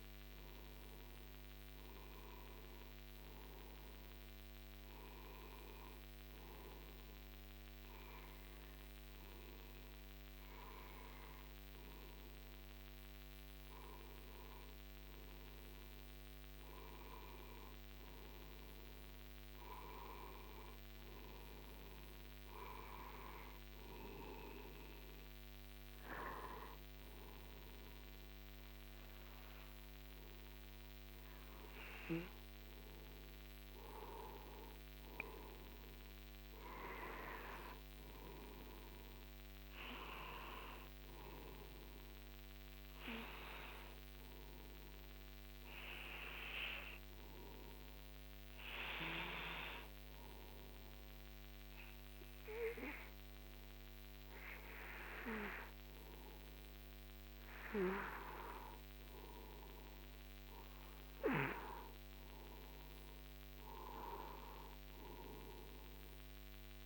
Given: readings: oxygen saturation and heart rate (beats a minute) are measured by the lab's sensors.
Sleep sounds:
breathing in sleep by a microphone on the trachea; none
none scored
From the record:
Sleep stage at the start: N2 (light sleep); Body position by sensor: on the right side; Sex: male

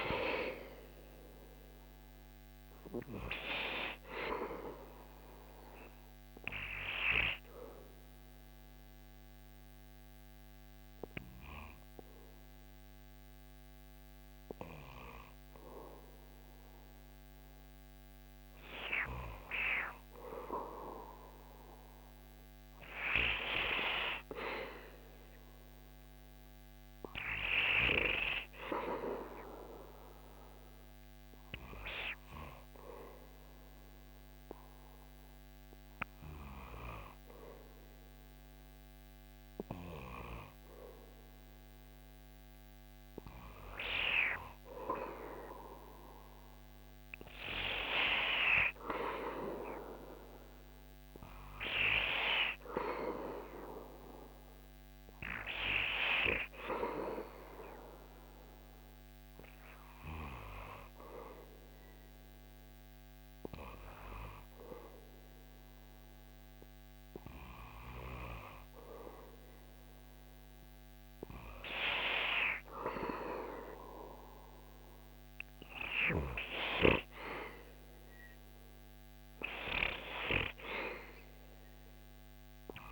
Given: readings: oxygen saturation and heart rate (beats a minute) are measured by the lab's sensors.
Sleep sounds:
breathing in sleep by a microphone on the trachea; 3
0.00-1.00 s: arousal
6.00-18.50 s: obstructive apnea (oxygen 99% before, 95% lowest, heart rate 75 before, 67 extreme, up 8 after)
19.50-25.00 s: arousal
30.00-42.50 s: obstructive apnea (oxygen 98% before, 95% lowest, heart rate 72 before, 69 extreme, up 2 after)
44.50-49.50 s: arousal
58.00-69.00 s: hypopnea (oxygen 98% before, 95% lowest, heart rate 73 before, 70 extreme, up 7 after)
72.50-76.50 s: arousal
From the record:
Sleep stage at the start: N2 (light sleep); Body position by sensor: on the back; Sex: male

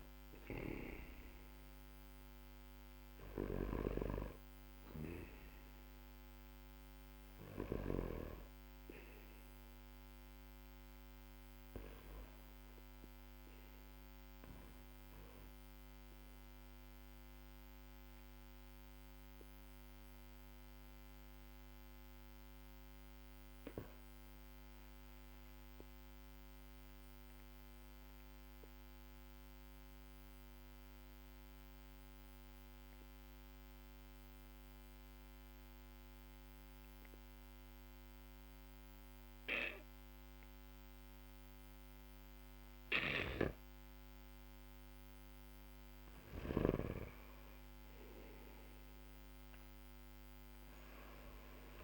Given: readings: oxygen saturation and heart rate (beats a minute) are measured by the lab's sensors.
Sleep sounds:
a person partly awake in a sleep study, by a microphone on the trachea; 1
0.00-25.50 s: oxygen desaturation (device-marked, oxygen 95% lowest, heart rate 46 extreme)
15.50-44.50 s: mixed apnea (oxygen 98% before, 92% lowest, heart rate 52 before, 46 extreme, up 11 after)
38.50-51.84 s: new sleep stage, awake
From the record:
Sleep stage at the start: N2 (light sleep); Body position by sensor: on the back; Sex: male

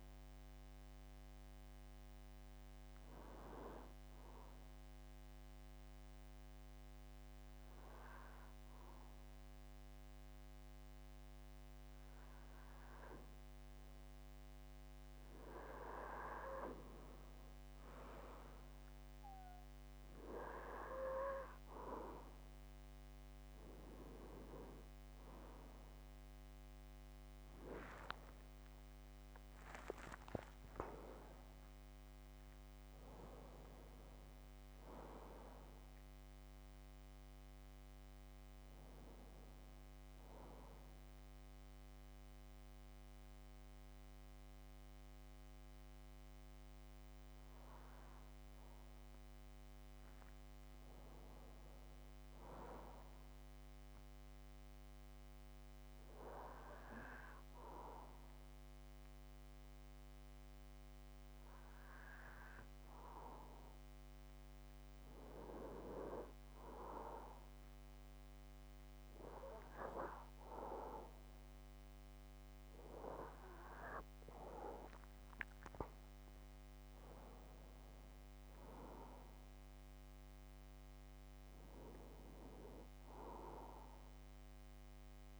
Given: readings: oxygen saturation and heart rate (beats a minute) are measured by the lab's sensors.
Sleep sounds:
breathing in sleep by a microphone on the trachea; 2
0.00-1.00 s: arousal
3.00-13.50 s: obstructive apnea (oxygen 98% before, 92% lowest)
15.50-19.00 s: arousal
22.00-36.00 s: oxygen desaturation (device-marked, oxygen 96% before, 92% lowest)
53.00-64.50 s: hypopnea (oxygen 97% before, 91% lowest)
61.00-71.00 s: oxygen desaturation (device-marked, oxygen 97% before, 93% lowest)
67.50-71.00 s: arousal
From the record:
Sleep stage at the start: N2 (light sleep); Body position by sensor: on the back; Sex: male

